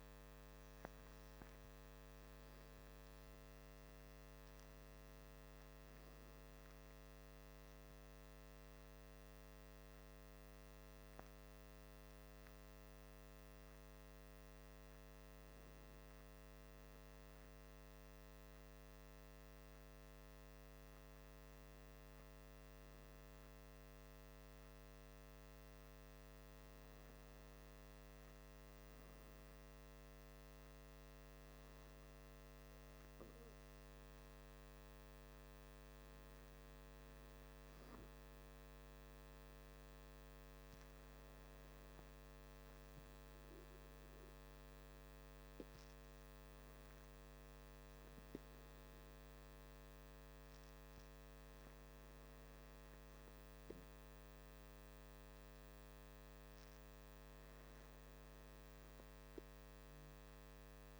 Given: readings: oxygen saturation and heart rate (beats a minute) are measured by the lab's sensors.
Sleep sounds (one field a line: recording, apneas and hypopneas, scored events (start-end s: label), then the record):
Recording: breathing in sleep, hard to hear, by a microphone on the trachea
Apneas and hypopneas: none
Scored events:
2.50-5.50 s: arousal
From the record:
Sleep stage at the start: N2 (light sleep)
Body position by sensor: on the back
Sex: male